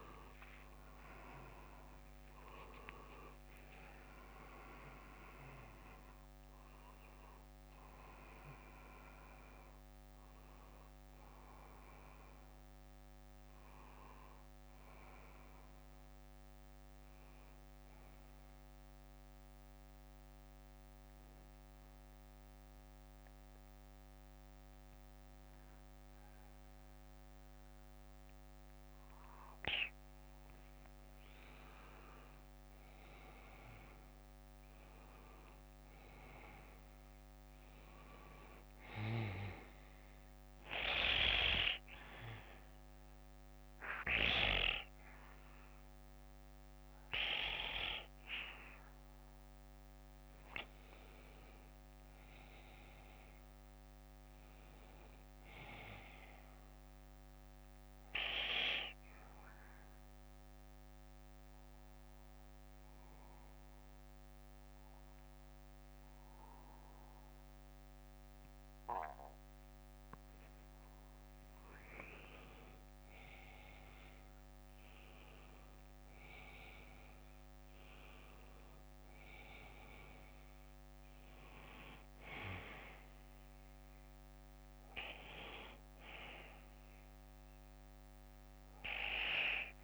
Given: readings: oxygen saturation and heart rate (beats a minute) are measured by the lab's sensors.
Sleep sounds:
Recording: breathing in sleep by a microphone on the trachea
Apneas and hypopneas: 3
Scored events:
0.00-3.00 s: arousal
18.50-31.50 s: bradycardia (device-marked, heart rate 61 before, 47 extreme)
19.50-31.00 s: mixed apnea (oxygen 98% before, 92% lowest, heart rate 70 before, 49 extreme, up 21 after)
21.50-28.50 s: oxygen desaturation (device-marked, oxygen 95% before, 92% lowest, heart rate 69 before, 50 extreme)
33.00-36.50 s: arousal
36.50-39.50 s: bradycardia (device-marked, heart rate 60 before, 60 extreme)
40.00-50.50 s: obstructive apnea (oxygen 97% before, 93% lowest, heart rate 57 before, 48 extreme, up 10 after)
44.50-46.50 s: bradycardia (device-marked, heart rate 61 before, 54 extreme)
52.00-56.00 s: arousal
53.50-71.50 s: bradycardia (device-marked, heart rate 60 before, 48 extreme)
59.00-71.00 s: obstructive apnea (oxygen 97% before, 93% lowest, heart rate 60 before, 48 extreme, up 30 after)
73.50-77.00 s: arousal
80.50-89.84 s: bradycardia (device-marked, heart rate 60 before, 50 extreme)
From the record:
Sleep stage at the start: N2 (light sleep)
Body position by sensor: on the back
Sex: male

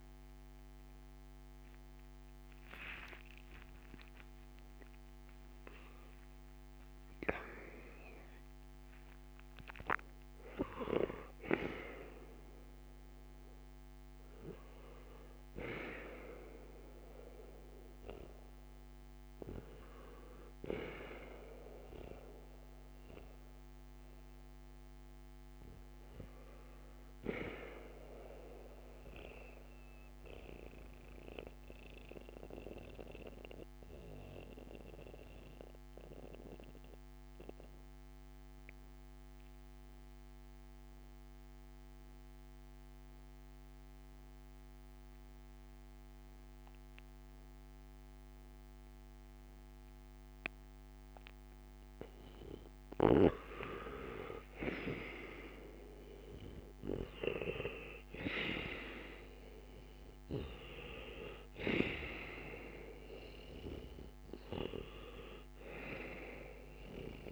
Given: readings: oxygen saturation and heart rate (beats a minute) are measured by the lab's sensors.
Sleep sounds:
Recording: breathing in sleep by a microphone on the trachea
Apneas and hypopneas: 1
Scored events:
0.00-2.00 s: arousal
0.00-19.00 s: oxygen desaturation (device-marked, oxygen 82% lowest, heart rate 56 extreme)
1.00-61.00 s: new sleep stage, N1 (lightest sleep)
29.00-51.00 s: mixed apnea (oxygen 98% before, 87% lowest, heart rate 64 before, 56 extreme, up 6 after)
53.00-57.00 s: arousal
53.00-67.32 s: oxygen desaturation (device-marked, oxygen 97% before, 87% lowest, heart rate 59 before, 56 extreme)
61.00-67.32 s: new sleep stage, N2 (light sleep)
From the record:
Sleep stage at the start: N2 (light sleep)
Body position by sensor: on the back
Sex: male

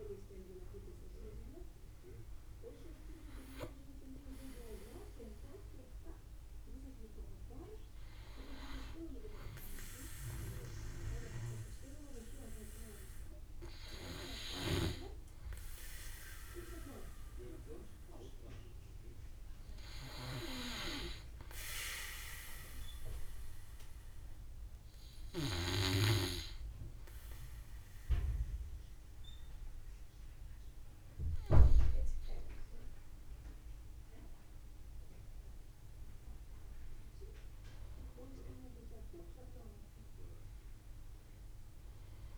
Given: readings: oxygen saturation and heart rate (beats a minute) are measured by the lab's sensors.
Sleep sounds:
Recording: breathing in sleep by a room microphone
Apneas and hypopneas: 1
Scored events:
0.00-2.50 s: oxygen desaturation (device-marked, oxygen 87% lowest, heart rate 51 extreme)
0.00-3.00 s: arousal
1.50-14.50 s: drop in pulse transit time (device-marked, heart rate 63 before, 53 extreme)
21.00-32.00 s: obstructive apnea (oxygen 90% before, 88% lowest, heart rate 63 before, 49 extreme, up 15 after)
35.50-39.00 s: arousal
37.50-42.38 s: drop in pulse transit time (device-marked, heart rate 53 before, 53 extreme)
From the record:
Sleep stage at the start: N2 (light sleep)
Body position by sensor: on the back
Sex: male

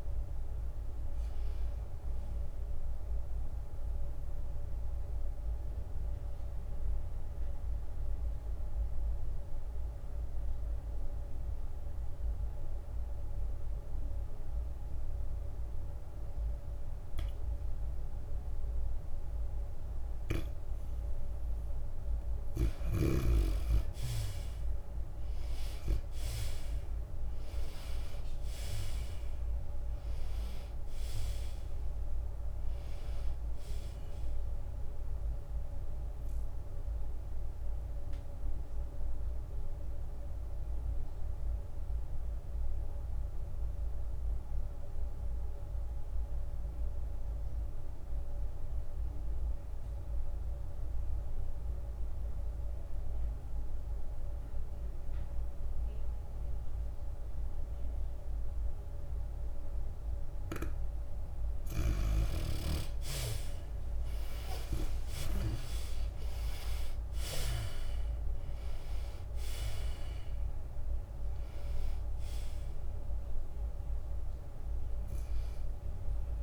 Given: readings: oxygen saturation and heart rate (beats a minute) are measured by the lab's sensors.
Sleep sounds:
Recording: breathing in sleep by a room microphone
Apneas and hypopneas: 2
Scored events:
0.00-10.00 s: drop in pulse transit time (device-marked, heart rate 94 extreme)
0.00-14.00 s: oxygen desaturation (device-marked, oxygen 77% lowest, heart rate 89 extreme)
5.50-22.00 s: obstructive apnea (oxygen 97% before, 75% lowest, heart rate 95 before, 89 extreme, up 7 after)
23.00-49.00 s: oxygen desaturation (device-marked, oxygen 96% before, 80% lowest, heart rate 93 before, 71 extreme)
24.00-29.00 s: arousal
30.00-45.00 s: drop in pulse transit time (device-marked, heart rate 91 before, 93 extreme)
38.00-61.50 s: obstructive apnea (oxygen 96% before, 75% lowest, heart rate 94 before, 71 extreme, up 9 after)
55.00-76.43 s: oxygen desaturation (device-marked, oxygen 96% before, 75% lowest, heart rate 93 before, 71 extreme)
65.00-70.50 s: arousal
67.00-76.43 s: drop in pulse transit time (device-marked, heart rate 83 before, 79 extreme)
69.00-75.00 s: tachycardia (device-marked, heart rate 93 before, 102 extreme)
From the record:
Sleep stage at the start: N2 (light sleep)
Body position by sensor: on the back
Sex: female

